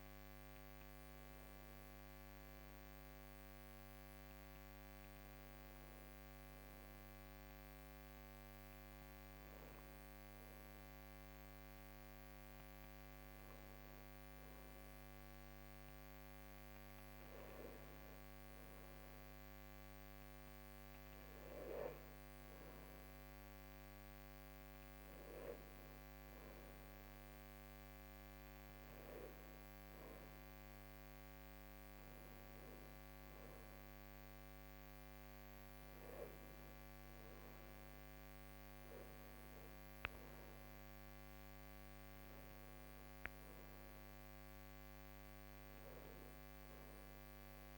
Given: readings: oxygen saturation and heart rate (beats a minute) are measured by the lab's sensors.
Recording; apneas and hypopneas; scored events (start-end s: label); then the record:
breathing in sleep, hard to hear, by a microphone on the trachea; none
none scored
From the record:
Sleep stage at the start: N2 (light sleep); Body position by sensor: on the right side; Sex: female